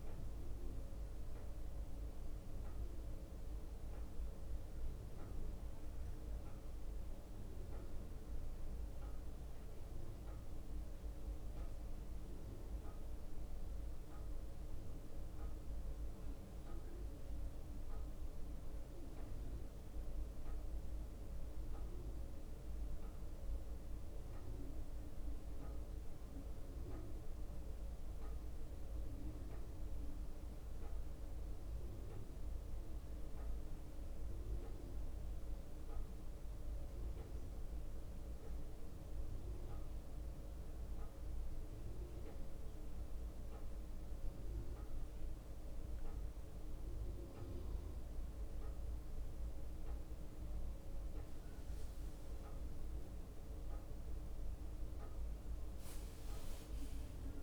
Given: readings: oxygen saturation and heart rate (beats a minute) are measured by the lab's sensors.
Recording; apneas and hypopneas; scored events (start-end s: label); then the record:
a person awake in a sleep study, hard to hear, by a room microphone; none
0.00-19.00 s: bradycardia (device-marked, heart rate 57 extreme)
23.00-29.00 s: bradycardia (device-marked, heart rate 71 before, 59 extreme)
37.00-46.50 s: leg movement (device-marked)
From the record:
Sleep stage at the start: awake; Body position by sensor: on the back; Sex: male